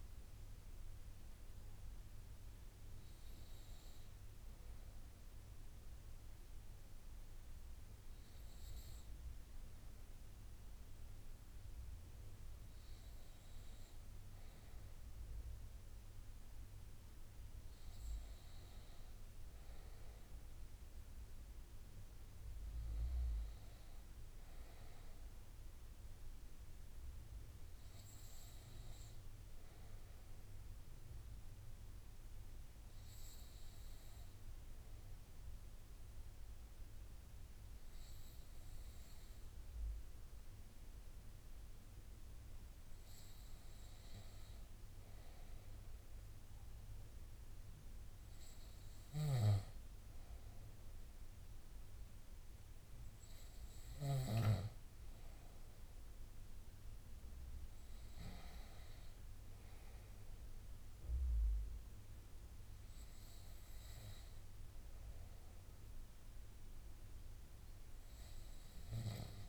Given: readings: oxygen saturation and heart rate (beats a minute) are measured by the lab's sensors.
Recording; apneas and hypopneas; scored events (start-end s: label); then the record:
breathing in sleep, hard to hear, by a room microphone; 1
19.50-69.49 s: new sleep stage, N2 (light sleep)
20.50-25.00 s: arousal
31.00-43.00 s: hypopnea (oxygen 97% before, 92% lowest, heart rate 75 before, 71 extreme, up 1 after)
50.00-54.00 s: arousal
From the record:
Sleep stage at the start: N1 (lightest sleep); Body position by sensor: on the right side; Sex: male